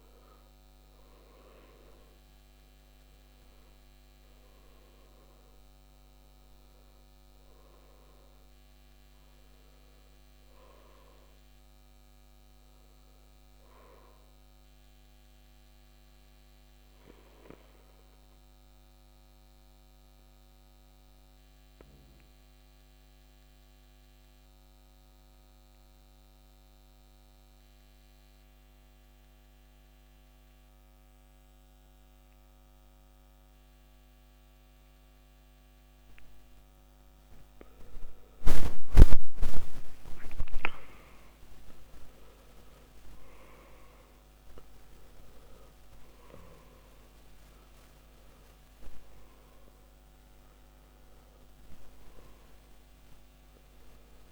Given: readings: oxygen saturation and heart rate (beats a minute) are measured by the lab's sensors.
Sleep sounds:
breathing in sleep by a microphone on the trachea; 1
15.50-39.00 s: obstructive apnea (oxygen 98% before, 90% lowest, heart rate 65 before, 46 extreme, up 18 after)
25.00-32.00 s: oxygen desaturation (device-marked, oxygen 96% before, 90% lowest, heart rate 56 before, 51 extreme)
40.50-45.00 s: arousal
From the record:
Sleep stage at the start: N2 (light sleep); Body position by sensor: on the back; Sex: male

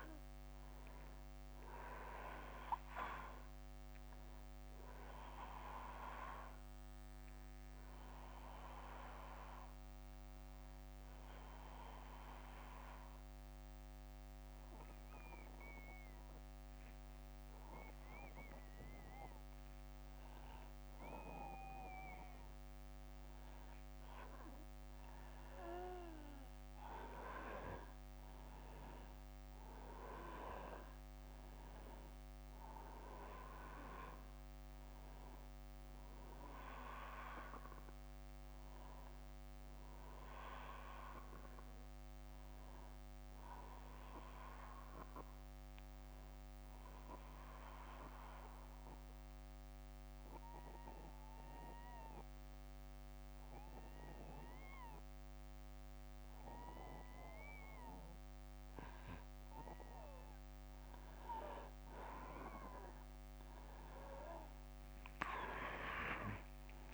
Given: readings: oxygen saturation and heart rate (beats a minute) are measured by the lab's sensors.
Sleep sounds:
breathing in sleep by a microphone on the trachea; 2
0.00-13.50 s: oxygen desaturation (device-marked, oxygen 93% lowest, heart rate 62 extreme)
9.00-21.50 s: obstructive apnea (oxygen 97% before, 92% lowest, heart rate 68 before, 61 extreme, up 4 after)
23.50-27.00 s: arousal
26.50-56.50 s: new sleep stage, N2 (light sleep)
28.50-47.50 s: oxygen desaturation (device-marked, oxygen 97% before, 93% lowest, heart rate 63 before, 61 extreme)
46.50-59.00 s: obstructive apnea (oxygen 97% before, 92% lowest, heart rate 65 before, 61 extreme, up 6 after)
56.50-66.94 s: new sleep stage, N1 (lightest sleep)
63.50-66.94 s: arousal
From the record:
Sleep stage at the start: N1 (lightest sleep); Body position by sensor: on the back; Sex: male

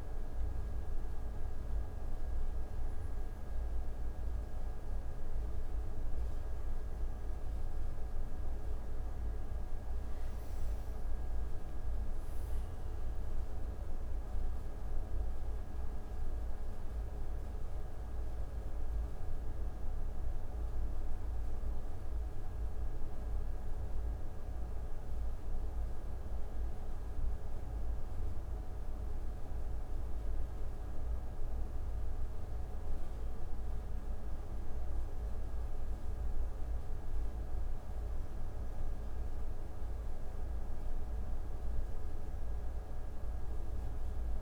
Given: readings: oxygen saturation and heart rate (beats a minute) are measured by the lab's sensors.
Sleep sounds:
a person awake in a sleep study, hard to hear, by a room microphone; none
none scored
From the record:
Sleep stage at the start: awake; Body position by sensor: on the right side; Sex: male

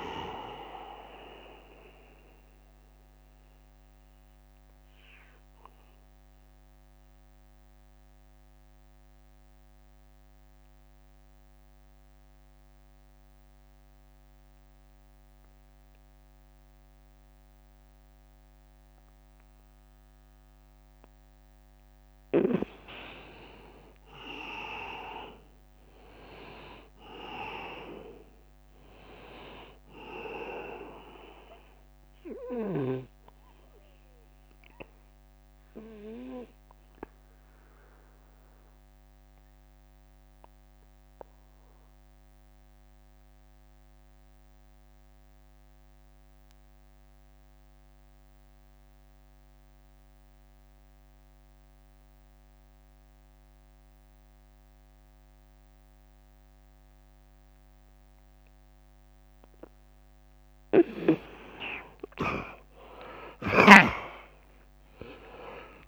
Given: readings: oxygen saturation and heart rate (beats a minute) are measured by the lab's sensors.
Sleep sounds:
breathing in sleep by a microphone on the trachea; 2
0.00-7.50 s: oxygen desaturation (device-marked, oxygen 84% lowest, heart rate 75 extreme)
2.50-22.00 s: mixed apnea (oxygen 99% before, 84% lowest, heart rate 86 before, 72 extreme, up 2 after)
24.50-27.50 s: arousal
25.50-49.50 s: oxygen desaturation (device-marked, oxygen 100% before, 90% lowest, heart rate 83 before, 68 extreme)
35.00-58.50 s: mixed apnea (oxygen 100% before, 83% lowest, heart rate 80 before, 68 extreme, up 18 after)
61.50-63.50 s: long interval between heartbeats (device-marked, heart rate 75 before, 73 extreme)
62.50-65.88 s: arousal
63.50-65.88 s: oxygen desaturation (device-marked, oxygen 100% before, 83% lowest, heart rate 75 before, 68 extreme)
From the record:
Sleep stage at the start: N2 (light sleep); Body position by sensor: on the back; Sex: male

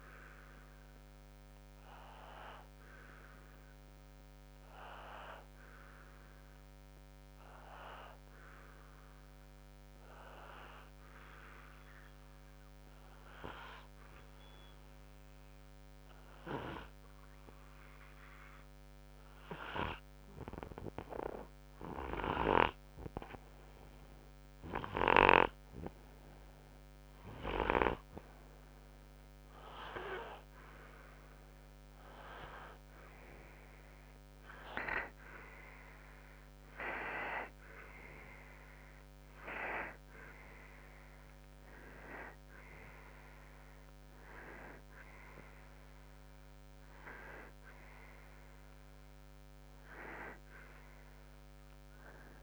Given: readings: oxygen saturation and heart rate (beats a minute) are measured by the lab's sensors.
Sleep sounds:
breathing in sleep by a microphone on the trachea; 1
10.50-21.50 s: obstructive apnea (oxygen 94% before, 91% lowest, heart rate 61 before, 57 extreme, up 2 after)
28.50-32.50 s: arousal
32.50-52.43 s: oxygen desaturation (device-marked, oxygen 96% before, 91% lowest, heart rate 61 before, 57 extreme)
50.00-52.43 s: arousal
From the record:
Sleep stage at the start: N2 (light sleep); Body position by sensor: on the right side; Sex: male

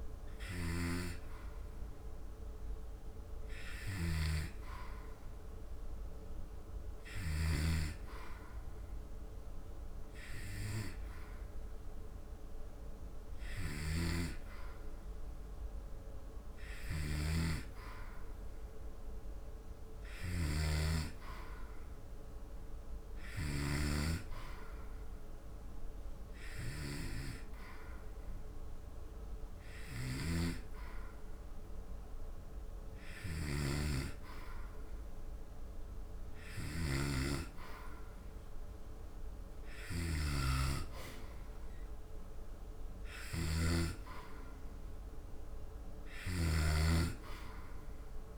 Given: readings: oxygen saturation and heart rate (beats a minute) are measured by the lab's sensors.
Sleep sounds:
breathing in sleep by a room microphone; none
0.00-8.00 s: oxygen desaturation (device-marked, oxygen 91% lowest, heart rate 71 extreme)
From the record:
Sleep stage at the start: N2 (light sleep); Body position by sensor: on the back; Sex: male

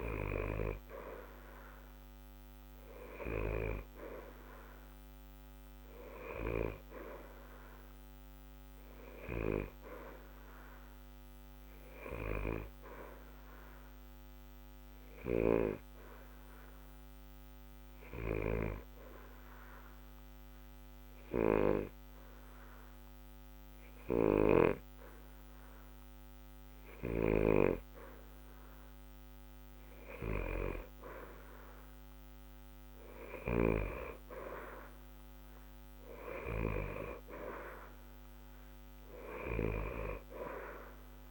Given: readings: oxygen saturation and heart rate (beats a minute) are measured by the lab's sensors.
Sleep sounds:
breathing in sleep by a microphone on the trachea; 1
14.00-27.50 s: obstructive apnea (oxygen 90% before, 88% lowest, heart rate 60 before, 60 extreme, up 0 after)
30.50-34.50 s: arousal
From the record:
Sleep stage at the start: N2 (light sleep); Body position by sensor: on the back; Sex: male

